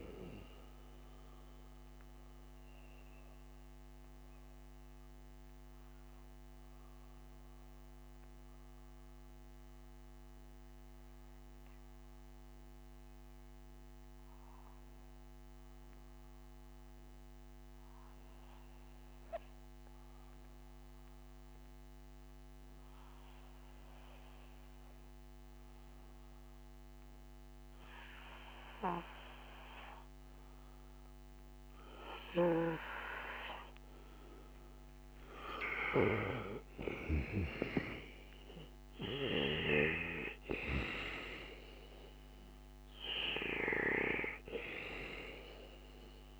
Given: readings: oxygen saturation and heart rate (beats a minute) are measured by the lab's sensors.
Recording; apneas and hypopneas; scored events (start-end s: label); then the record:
breathing in sleep by a microphone on the trachea; 1
0.00-18.00 s: oxygen desaturation (device-marked, oxygen 82% lowest, heart rate 56 extreme)
2.00-35.00 s: mixed apnea (oxygen 98% before, 82% lowest, heart rate 63 before, 56 extreme, up 7 after)
34.00-46.40 s: oxygen desaturation (device-marked, oxygen 97% before, 84% lowest, heart rate 69 before, 56 extreme)
36.00-42.00 s: arousal
From the record:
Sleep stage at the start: N2 (light sleep); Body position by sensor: on the back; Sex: male